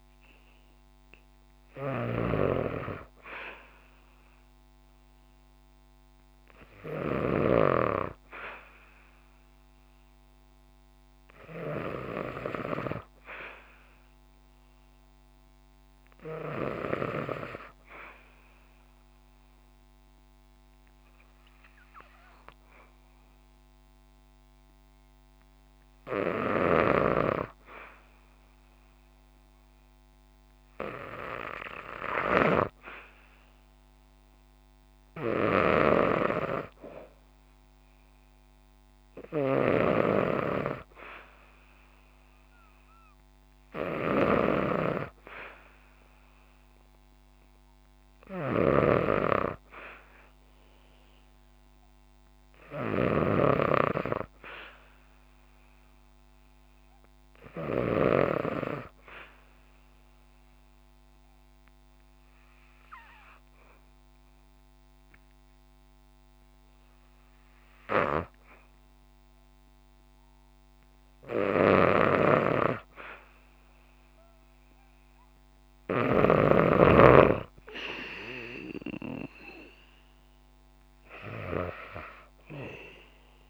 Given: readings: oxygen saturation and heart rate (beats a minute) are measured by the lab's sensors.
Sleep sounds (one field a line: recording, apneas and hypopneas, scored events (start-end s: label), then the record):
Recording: breathing in sleep by a microphone on the trachea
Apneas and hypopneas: 2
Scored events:
0.00-7.00 s: snoring (device-marked)
14.00-26.00 s: hypopnea (oxygen 96% before, 93% lowest, heart rate 64 before, 63 extreme, up 2 after)
26.00-39.00 s: snoring (device-marked)
28.50-32.00 s: arousal
47.50-57.50 s: snoring (device-marked)
58.50-71.00 s: obstructive apnea (oxygen 96% before, 93% lowest, heart rate 64 before, 60 extreme, up 2 after)
71.00-75.50 s: snoring (device-marked)
71.50-76.00 s: arousal
77.00-83.50 s: oxygen desaturation (device-marked, oxygen 96% before, 93% lowest, heart rate 63 before, 61 extreme)
From the record:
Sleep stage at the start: N2 (light sleep)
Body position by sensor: on the back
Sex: female